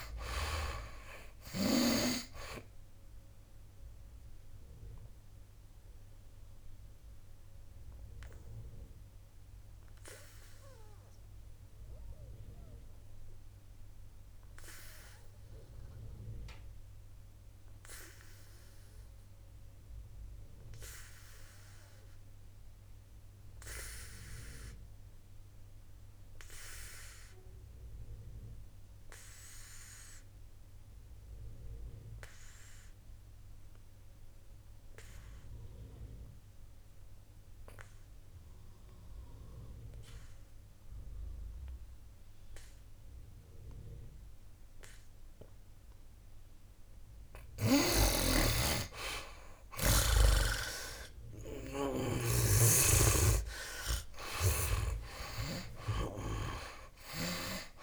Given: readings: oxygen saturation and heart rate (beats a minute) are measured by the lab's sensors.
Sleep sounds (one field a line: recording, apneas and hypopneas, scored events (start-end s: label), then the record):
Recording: breathing in sleep by a room microphone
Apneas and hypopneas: 1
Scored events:
0.00-2.00 s: snoring (device-marked)
0.00-7.50 s: oxygen desaturation (device-marked, oxygen 78% lowest, heart rate 57 extreme)
3.00-47.50 s: obstructive apnea (oxygen 98% before, 71% lowest, heart rate 67 before, 59 extreme, up 16 after)
9.50-27.50 s: oxygen desaturation (device-marked, oxygen 83% before, 71% lowest, heart rate 74 before, 59 extreme)
34.50-57.83 s: oxygen desaturation (device-marked, oxygen 99% before, 72% lowest, heart rate 60 before, 57 extreme)
48.00-52.50 s: snoring (device-marked)
50.50-55.00 s: arousal
From the record:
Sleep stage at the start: N2 (light sleep)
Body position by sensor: on the back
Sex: male